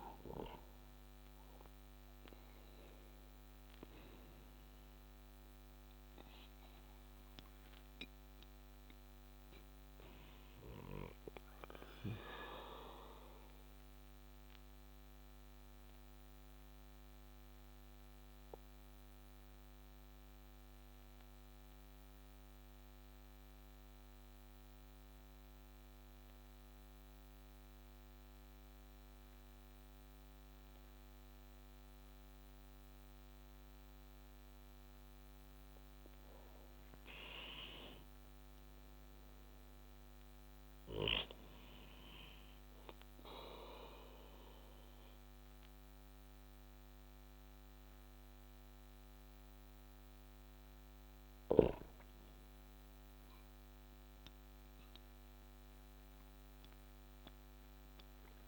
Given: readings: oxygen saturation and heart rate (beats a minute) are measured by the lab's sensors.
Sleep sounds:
breathing in sleep by a microphone on the trachea; 1
10.50-35.00 s: obstructive apnea (oxygen 98% before, 94% lowest, heart rate 39 before, 26 extreme, up 9 after)
36.50-39.50 s: arousal
38.50-58.47 s: new sleep stage, N1 (lightest sleep)
56.50-58.47 s: arousal
From the record:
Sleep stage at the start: N2 (light sleep); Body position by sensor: on the back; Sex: male

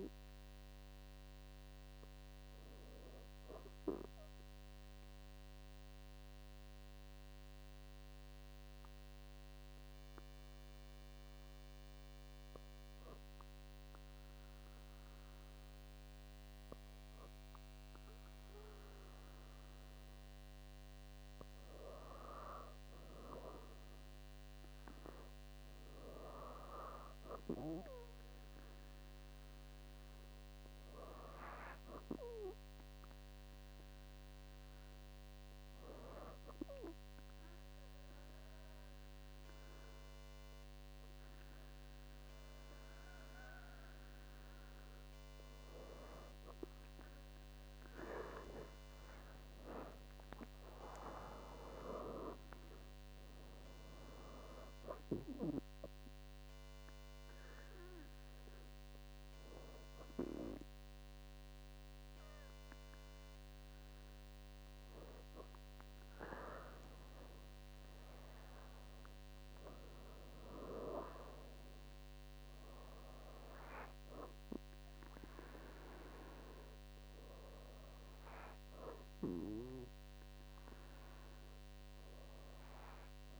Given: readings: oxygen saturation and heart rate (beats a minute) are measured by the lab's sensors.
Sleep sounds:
breathing in sleep by a microphone on the trachea; 2
5.00-21.00 s: obstructive apnea (oxygen 98% before, 96% lowest, heart rate 73 before, 61 extreme, up 7 after)
22.50-26.00 s: arousal
36.50-46.50 s: obstructive apnea (oxygen 99% before, 96% lowest, heart rate 66 before, 58 extreme, up 48 after)
48.50-52.00 s: arousal
From the record:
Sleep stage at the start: N2 (light sleep); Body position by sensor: on the back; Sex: female

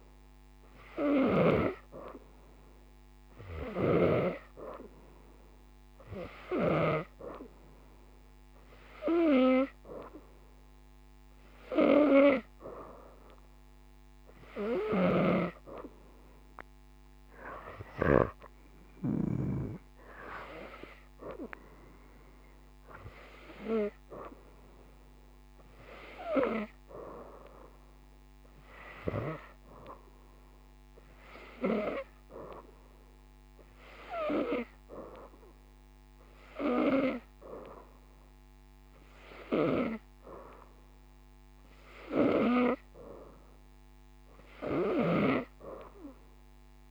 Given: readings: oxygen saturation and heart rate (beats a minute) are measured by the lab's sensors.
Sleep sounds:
breathing in sleep by a microphone on the trachea; none
0.00-14.50 s: oxygen desaturation (device-marked, oxygen 91% lowest, heart rate 50 extreme)
14.50-18.00 s: snoring (device-marked)
44.50-46.91 s: snoring (device-marked)
45.50-46.91 s: oxygen desaturation (device-marked, oxygen 95% before, 91% lowest, heart rate 60 before, 37 extreme)
From the record:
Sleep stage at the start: N2 (light sleep); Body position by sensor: upright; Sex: female

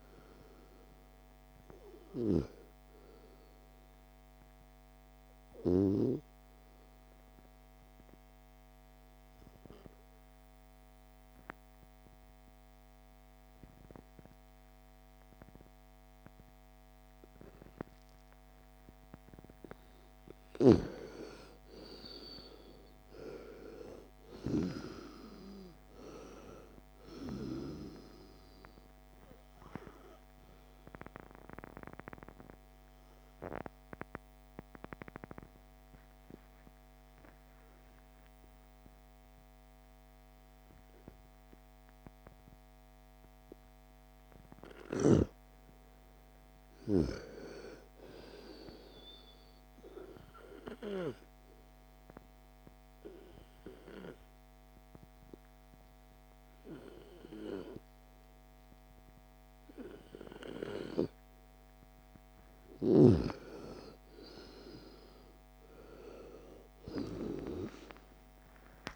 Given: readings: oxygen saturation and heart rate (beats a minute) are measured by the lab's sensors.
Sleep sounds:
breathing in sleep by a microphone on the trachea; 3
1.50-21.50 s: oxygen desaturation (device-marked, oxygen 98% before, 90% lowest, heart rate 52 before, 38 extreme)
6.00-20.00 s: obstructive apnea (oxygen 98% before, 89% lowest, heart rate 50 before, 39 extreme)
21.50-26.00 s: arousal
27.50-46.50 s: oxygen desaturation (device-marked, oxygen 98% before, 89% lowest, heart rate 66 before, 35 extreme)
29.50-43.50 s: obstructive apnea (oxygen 98% before, 89% lowest, heart rate 69 before, 35 extreme, up 32 after)
45.00-48.50 s: arousal
50.50-61.50 s: obstructive apnea (oxygen 98% before, 86% lowest, heart rate 61 before, 34 extreme, up 24 after)
55.50-68.96 s: oxygen desaturation (device-marked, oxygen 98% before, 91% lowest, heart rate 58 before, 34 extreme)
63.00-66.50 s: arousal
From the record:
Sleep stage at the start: N2 (light sleep); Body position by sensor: on the back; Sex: female

